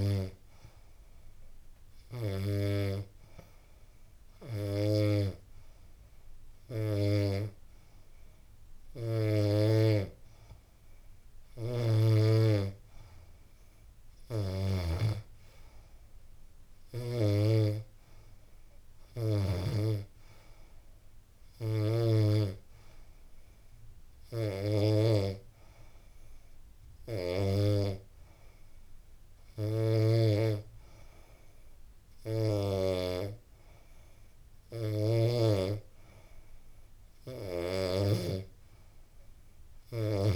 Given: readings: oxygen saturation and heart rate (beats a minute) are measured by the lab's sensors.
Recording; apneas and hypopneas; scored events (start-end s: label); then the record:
breathing in sleep by a room microphone; none
none scored
From the record:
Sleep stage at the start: N2 (light sleep); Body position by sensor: on the back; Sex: female